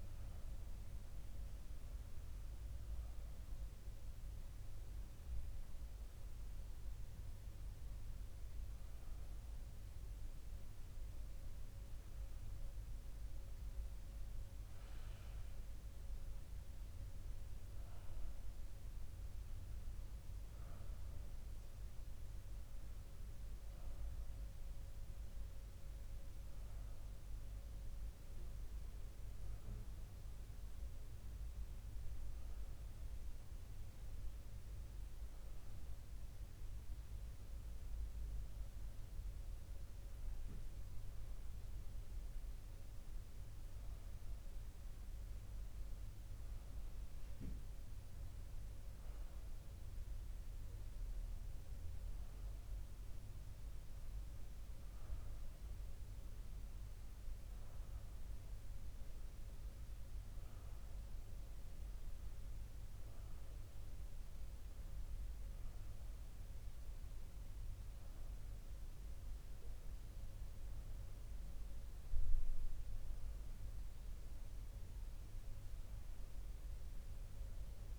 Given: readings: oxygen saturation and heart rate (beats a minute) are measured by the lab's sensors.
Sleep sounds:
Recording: breathing in sleep, hard to hear, by a room microphone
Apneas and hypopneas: none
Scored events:
64.00-77.99 s: new sleep stage, N2 (light sleep)
From the record:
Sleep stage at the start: N1 (lightest sleep)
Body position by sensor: on the back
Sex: male

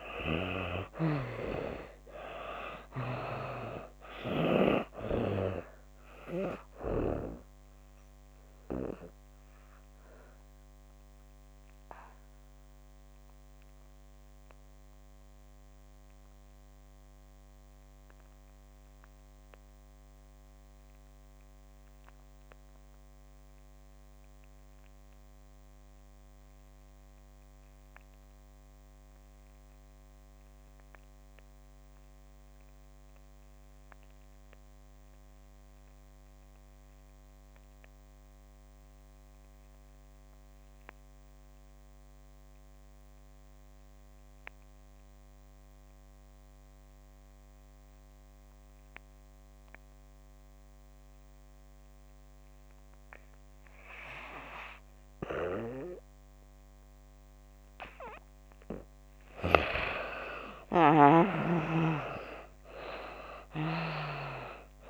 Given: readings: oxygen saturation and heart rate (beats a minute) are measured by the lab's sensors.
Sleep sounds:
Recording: breathing in sleep by a microphone on the trachea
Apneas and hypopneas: 1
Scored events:
0.00-3.50 s: arousal
0.00-27.50 s: oxygen desaturation (device-marked, oxygen 64% lowest)
8.00-58.00 s: obstructive apnea (oxygen 96% before, 56% lowest)
29.50-64.90 s: oxygen desaturation (device-marked, oxygen 95% before, 56% lowest)
59.50-64.90 s: arousal
From the record:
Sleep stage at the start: N2 (light sleep)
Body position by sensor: on the back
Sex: female

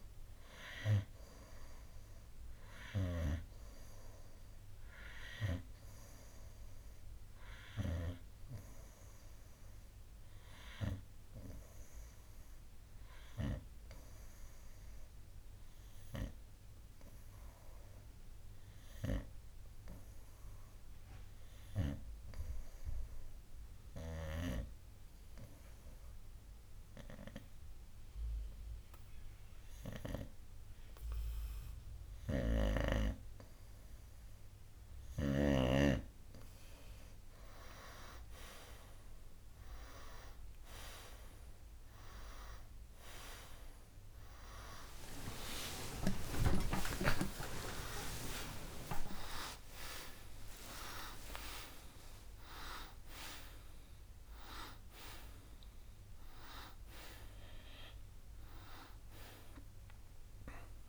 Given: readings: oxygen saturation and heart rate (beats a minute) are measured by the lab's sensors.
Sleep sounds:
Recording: breathing in sleep by a room microphone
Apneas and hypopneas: 1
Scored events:
0.00-21.00 s: oxygen desaturation (device-marked, oxygen 90% lowest, heart rate 61 extreme)
11.00-35.50 s: obstructive apnea (oxygen 96% before, 89% lowest, heart rate 64 before, 61 extreme, up 9 after)
41.00-60.89 s: oxygen desaturation (device-marked, oxygen 94% before, 89% lowest, heart rate 63 before, 57 extreme)
44.50-50.50 s: arousal
52.00-60.89 s: new sleep stage, N1 (lightest sleep)
From the record:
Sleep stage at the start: N2 (light sleep)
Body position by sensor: on the right side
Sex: male

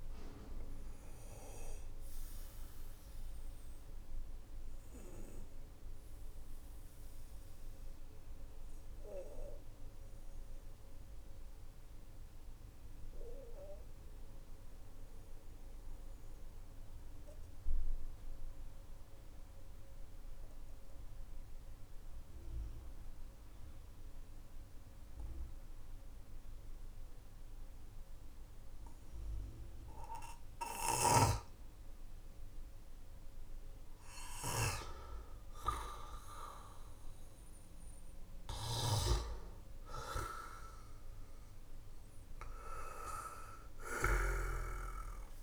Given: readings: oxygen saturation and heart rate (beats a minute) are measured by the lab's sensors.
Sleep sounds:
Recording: breathing in sleep by a room microphone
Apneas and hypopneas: 1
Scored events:
0.00-21.00 s: oxygen desaturation (device-marked, oxygen 94% lowest, heart rate 45 extreme)
0.50-35.50 s: obstructive apnea (oxygen 99% before, 93% lowest, heart rate 53 before, 45 extreme, up 5 after)
30.50-34.50 s: snoring (device-marked)
37.50-42.00 s: arousal
43.50-45.43 s: snoring (device-marked)
From the record:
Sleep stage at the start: N2 (light sleep)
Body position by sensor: on the back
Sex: male

